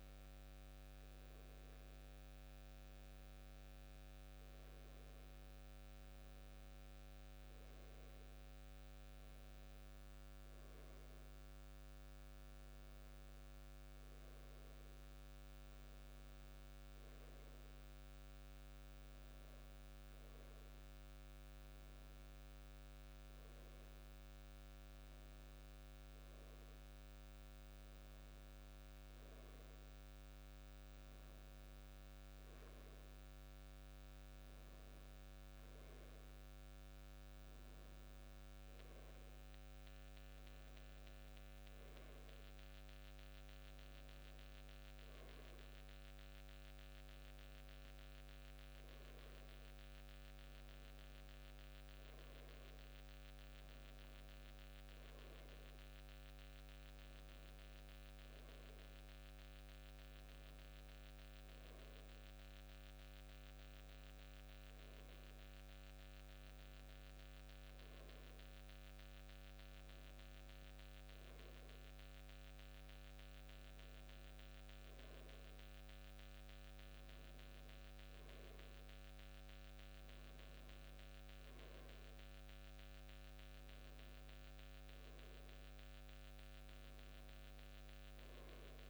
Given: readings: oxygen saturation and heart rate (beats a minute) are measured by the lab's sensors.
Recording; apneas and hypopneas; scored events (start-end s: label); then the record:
breathing in sleep, hard to hear, by a microphone on the trachea; none
none scored
From the record:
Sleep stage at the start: N2 (light sleep); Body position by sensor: on the back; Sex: male